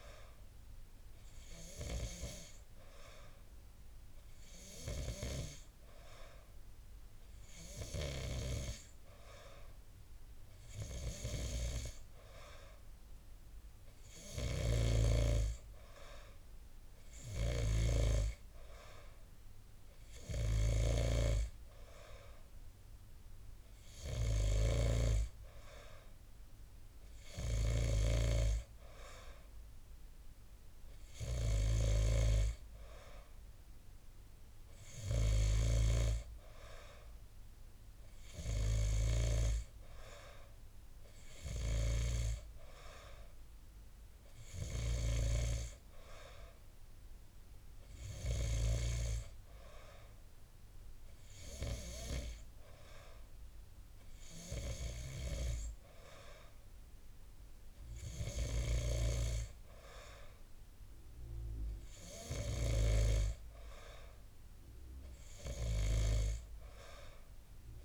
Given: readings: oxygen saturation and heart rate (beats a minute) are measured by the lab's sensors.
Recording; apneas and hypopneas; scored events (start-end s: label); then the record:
breathing in sleep by a room microphone; none
none scored
From the record:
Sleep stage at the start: N2 (light sleep); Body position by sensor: on the back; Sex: male